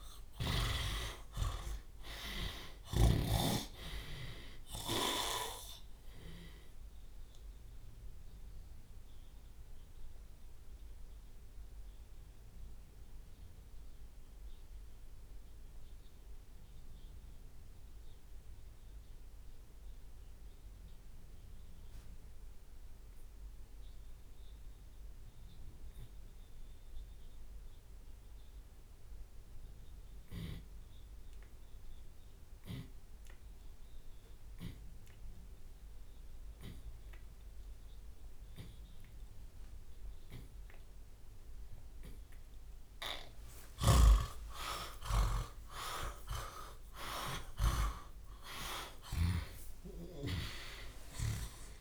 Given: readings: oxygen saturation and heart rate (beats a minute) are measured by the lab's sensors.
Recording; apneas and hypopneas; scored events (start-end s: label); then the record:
breathing in sleep by a room microphone; 1
0.00-1.00 s: snoring (device-marked)
6.00-16.00 s: drop in pulse transit time (device-marked)
7.00-42.50 s: obstructive apnea (oxygen 96% before, 67% lowest)
22.00-24.00 s: long interval between heartbeats (device-marked)
22.00-46.00 s: oxygen desaturation (device-marked, oxygen 98% before, 67% lowest)
27.50-29.50 s: long interval between heartbeats (device-marked)
30.00-33.00 s: drop in pulse transit time (device-marked)
31.00-33.00 s: long interval between heartbeats (device-marked)
33.50-35.50 s: long interval between heartbeats (device-marked, heart rate 32 before, 59 extreme)
36.00-38.00 s: long interval between heartbeats (device-marked, heart rate 40 before, 83 extreme)
38.00-40.00 s: long interval between heartbeats (device-marked, heart rate 46 before, 88 extreme)
40.00-51.81 s: tachycardia (device-marked, heart rate 74 before, 147 extreme)
41.00-43.00 s: long interval between heartbeats (device-marked, heart rate 58 before, 93 extreme)
43.50-45.50 s: long interval between heartbeats (device-marked, heart rate 65 before, 109 extreme)
44.00-49.00 s: arousal
44.00-51.81 s: snoring (device-marked)
46.50-48.50 s: long interval between heartbeats (device-marked, heart rate 78 before, 137 extreme)
48.00-51.81 s: drop in pulse transit time (device-marked, heart rate 88 before, 68 extreme)
49.00-51.00 s: long interval between heartbeats (device-marked, heart rate 93 before, 136 extreme)
From the record:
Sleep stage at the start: N2 (light sleep); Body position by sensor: on the left side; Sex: male